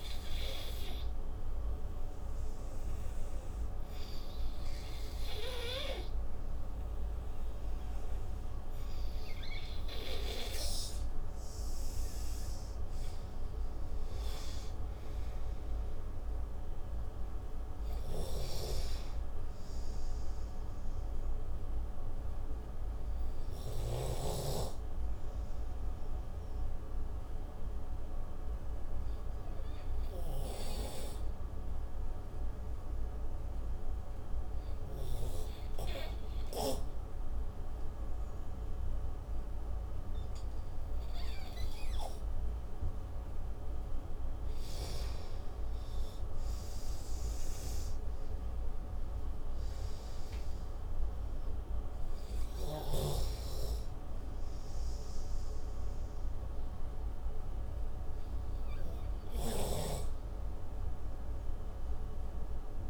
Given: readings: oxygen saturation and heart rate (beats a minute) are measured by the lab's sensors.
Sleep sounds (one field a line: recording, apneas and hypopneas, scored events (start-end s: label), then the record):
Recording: breathing in sleep by a room microphone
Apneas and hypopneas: 1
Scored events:
0.00-2.00 s: oxygen desaturation (device-marked, oxygen 90% lowest)
9.00-41.00 s: oxygen desaturation (device-marked, oxygen 95% before, 86% lowest)
24.50-43.00 s: obstructive apnea (oxygen 95% before, 86% lowest)
41.00-62.90 s: new sleep stage, N2 (light sleep)
45.00-48.50 s: arousal
47.00-62.90 s: oxygen desaturation (device-marked, oxygen 98% before, 88% lowest)
From the record:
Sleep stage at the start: N3 (deep sleep)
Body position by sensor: on the right side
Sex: male